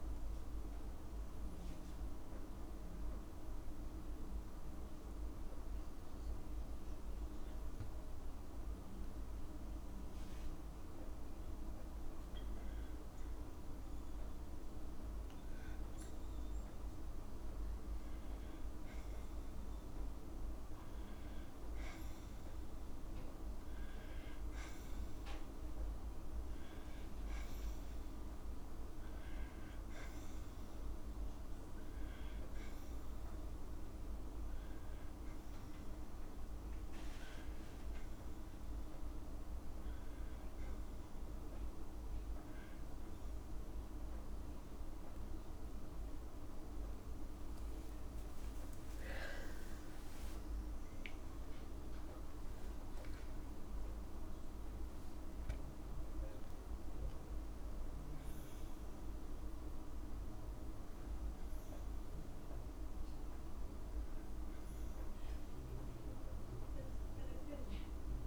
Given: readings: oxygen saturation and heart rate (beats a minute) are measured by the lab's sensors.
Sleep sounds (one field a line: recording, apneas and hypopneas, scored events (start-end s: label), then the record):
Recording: breathing in sleep, hard to hear, by a room microphone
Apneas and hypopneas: 1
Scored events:
5.50-45.50 s: obstructive apnea (oxygen 96% before, 94% lowest, heart rate 69 before, 57 extreme, up 30 after)
36.00-50.00 s: oxygen desaturation (device-marked, oxygen 97% before, 94% lowest, heart rate 60 before, 57 extreme)
50.00-52.00 s: long interval between heartbeats (device-marked, heart rate 62 before, 90 extreme)
50.00-54.00 s: arousal
From the record:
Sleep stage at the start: N2 (light sleep)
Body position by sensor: on the back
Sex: female